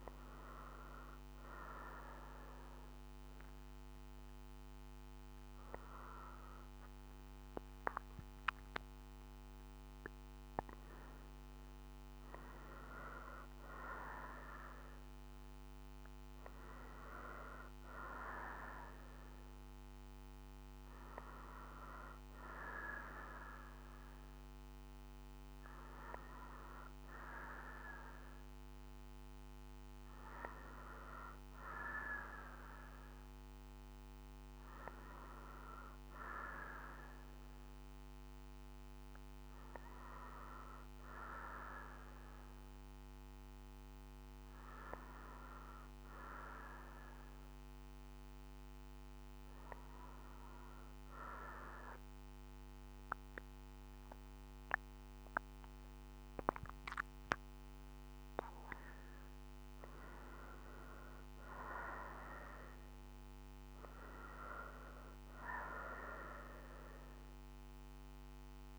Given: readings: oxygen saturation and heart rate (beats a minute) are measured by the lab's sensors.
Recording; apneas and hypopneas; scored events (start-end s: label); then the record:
breathing in sleep by a microphone on the trachea; none
1.50-5.50 s: arousal
From the record:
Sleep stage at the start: N2 (light sleep); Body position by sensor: on the front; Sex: female